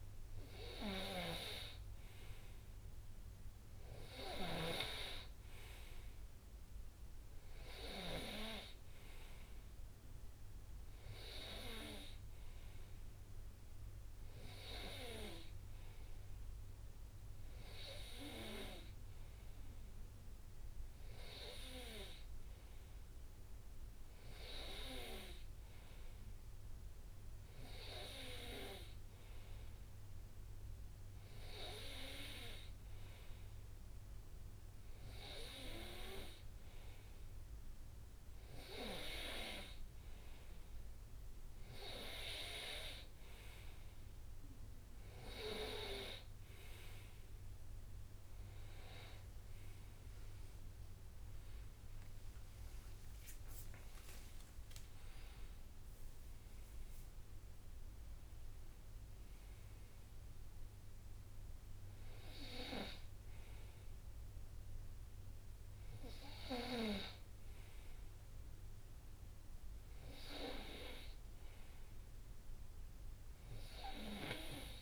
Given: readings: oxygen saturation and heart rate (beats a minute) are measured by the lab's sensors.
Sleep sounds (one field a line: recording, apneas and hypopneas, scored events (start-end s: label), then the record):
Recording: breathing in sleep by a room microphone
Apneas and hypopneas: none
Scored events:
5.00-9.00 s: snoring (device-marked)
From the record:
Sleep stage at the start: N2 (light sleep)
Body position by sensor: on the right side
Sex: male